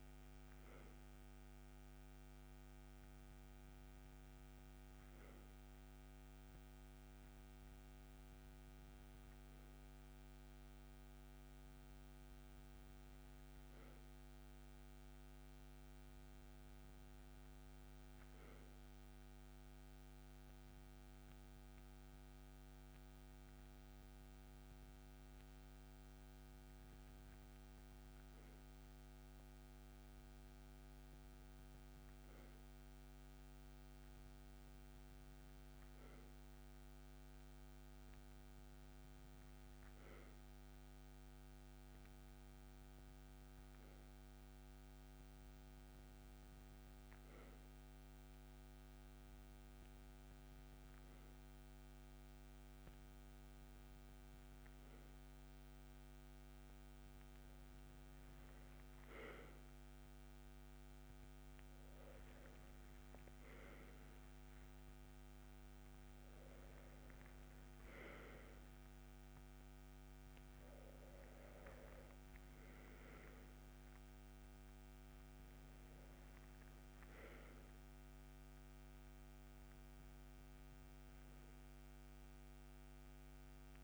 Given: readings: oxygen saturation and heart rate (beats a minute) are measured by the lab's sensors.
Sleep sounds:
breathing in sleep, hard to hear, by a microphone on the trachea; none
80.50-83.84 s: arousal
From the record:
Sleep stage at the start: N2 (light sleep); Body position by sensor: on the right side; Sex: male

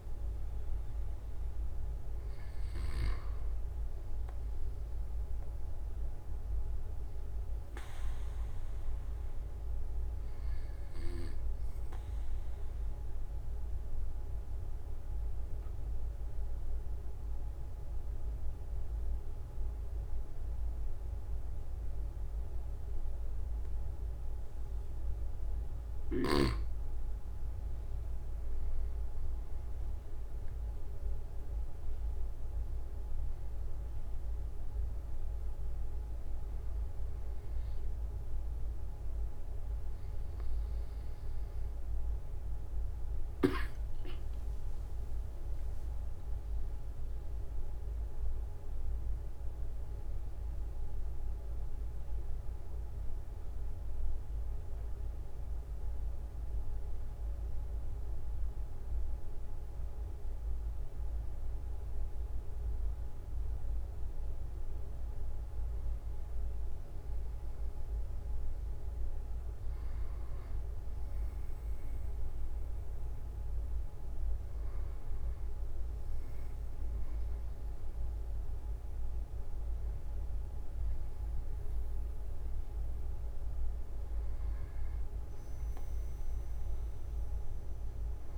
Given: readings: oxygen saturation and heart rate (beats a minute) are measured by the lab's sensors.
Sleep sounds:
a person partly awake in a sleep study, hard to hear, by a room microphone; 1
3.00-5.00 s: long interval between heartbeats (device-marked)
5.50-10.00 s: arousal
12.50-26.50 s: obstructive apnea (oxygen 95% before, 92% lowest)
14.50-16.50 s: long interval between heartbeats (device-marked)
18.00-20.00 s: long interval between heartbeats (device-marked)
27.00-29.00 s: long interval between heartbeats (device-marked)
30.50-32.50 s: long interval between heartbeats (device-marked)
35.50-65.50 s: new sleep stage, awake
45.00-47.00 s: long interval between heartbeats (device-marked)
48.50-65.50 s: oxygen desaturation (device-marked, oxygen 95% before, 92% lowest)
56.50-58.50 s: long interval between heartbeats (device-marked)
65.00-67.00 s: long interval between heartbeats (device-marked)
65.50-88.38 s: new sleep stage, N1 (lightest sleep)
69.00-71.00 s: long interval between heartbeats (device-marked)
74.00-76.00 s: long interval between heartbeats (device-marked, heart rate 32 before, 37 extreme)
79.50-81.50 s: long interval between heartbeats (device-marked, heart rate 39 before, 27 extreme)
86.50-88.38 s: long interval between heartbeats (device-marked)
From the record:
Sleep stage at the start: N2 (light sleep); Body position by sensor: on the right side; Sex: male

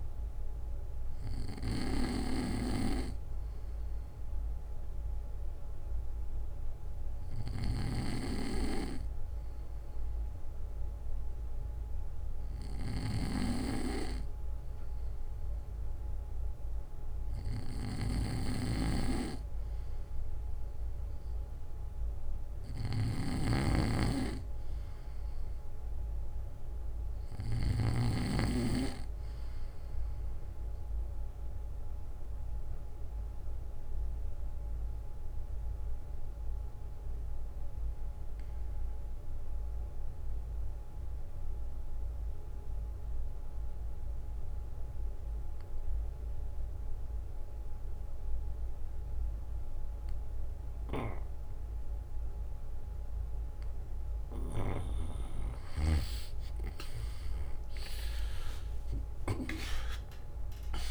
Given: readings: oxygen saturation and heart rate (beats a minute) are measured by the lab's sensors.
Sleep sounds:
breathing in sleep by a room microphone; 2
3.50-16.00 s: obstructive apnea (oxygen 95% before, 92% lowest, heart rate 64 before, 58 extreme, up 10 after)
12.50-28.00 s: snoring (device-marked)
19.00-22.50 s: arousal
30.00-52.00 s: obstructive apnea (oxygen 95% before, 89% lowest, heart rate 64 before, 56 extreme, up 11 after)
36.00-43.00 s: bradycardia (device-marked, heart rate 63 before, 58 extreme)
56.50-60.91 s: arousal
57.00-60.91 s: oxygen desaturation (device-marked, oxygen 95% before, 92% lowest, heart rate 61 before, 62 extreme)
From the record:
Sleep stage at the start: N2 (light sleep); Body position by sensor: on the back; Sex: male

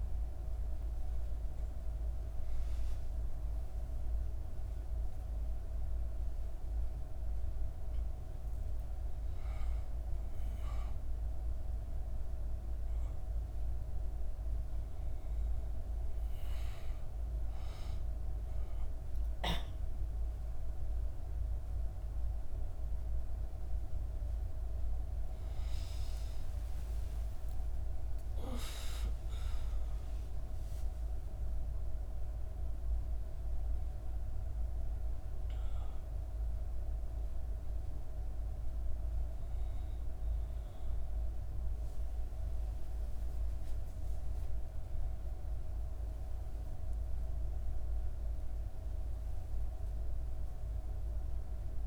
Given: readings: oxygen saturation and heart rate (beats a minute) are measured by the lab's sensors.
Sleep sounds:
breathing in sleep, hard to hear, by a room microphone; none
0.00-2.00 s: arousal
24.50-29.00 s: arousal
50.50-51.87 s: new sleep stage, N1 (lightest sleep)
From the record:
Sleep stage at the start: REM sleep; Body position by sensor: on the back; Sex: female

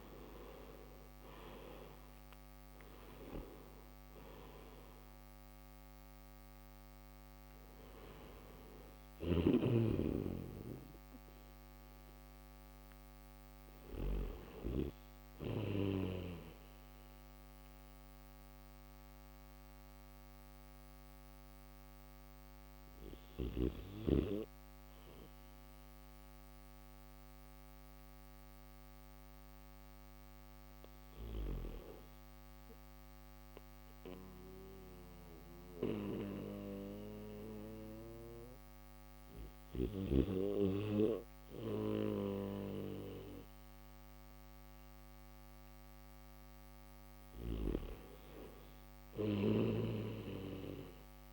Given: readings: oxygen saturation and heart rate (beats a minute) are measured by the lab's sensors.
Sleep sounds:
breathing in sleep by a microphone on the trachea; none
8.50-13.50 s: snoring (device-marked)
48.50-51.33 s: new sleep stage, N3 (deep sleep)
49.00-51.33 s: snoring (device-marked)
From the record:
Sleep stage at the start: N1 (lightest sleep); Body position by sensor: on the back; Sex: male

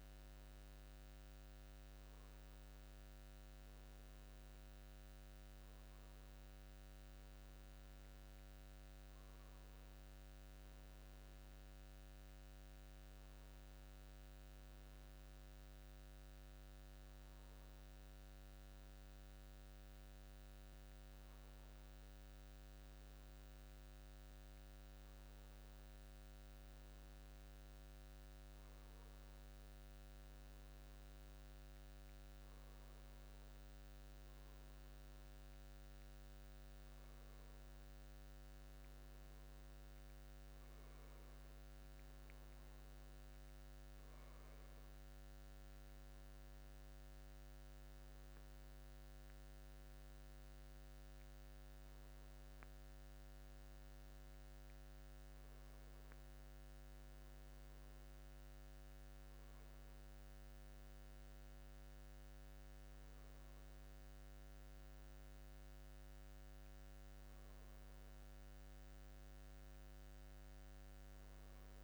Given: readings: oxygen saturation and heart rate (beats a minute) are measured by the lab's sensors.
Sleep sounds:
breathing in sleep, hard to hear, by a microphone on the trachea; none
none scored
From the record:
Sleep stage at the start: N2 (light sleep); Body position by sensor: on the back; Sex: male

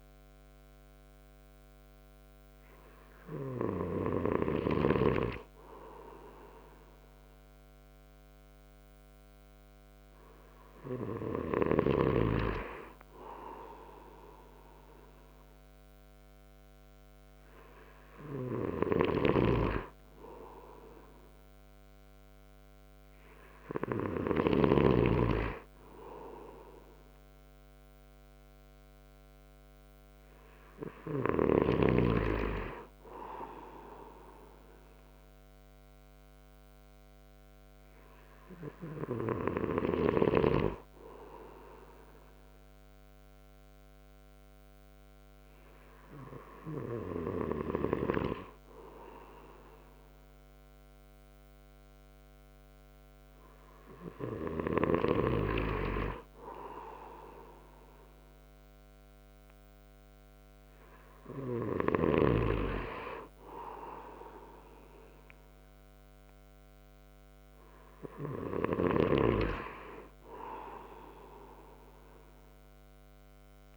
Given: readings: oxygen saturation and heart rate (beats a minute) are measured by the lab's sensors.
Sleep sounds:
breathing in sleep by a microphone on the trachea; none
19.00-24.50 s: snoring (device-marked)
From the record:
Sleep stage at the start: N2 (light sleep); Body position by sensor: on the right side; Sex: male

